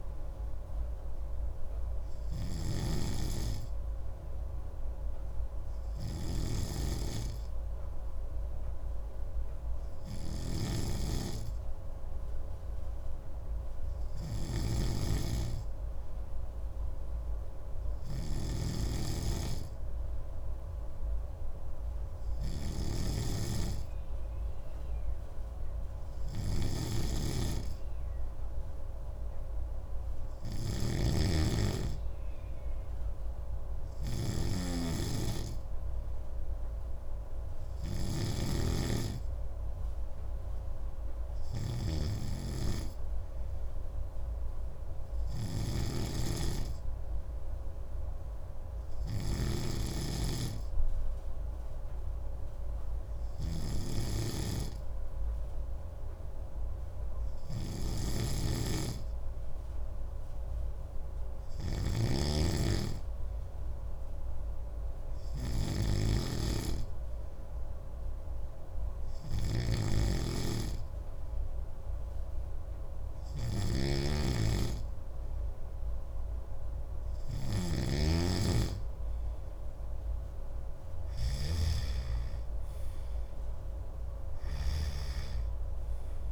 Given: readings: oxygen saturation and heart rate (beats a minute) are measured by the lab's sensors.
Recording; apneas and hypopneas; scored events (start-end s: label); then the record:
breathing in sleep by a room microphone; none
0.00-86.32 s: snoring (device-marked)
65.50-86.32 s: new sleep stage, N3 (deep sleep)
From the record:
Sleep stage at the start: N2 (light sleep); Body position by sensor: on the right side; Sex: male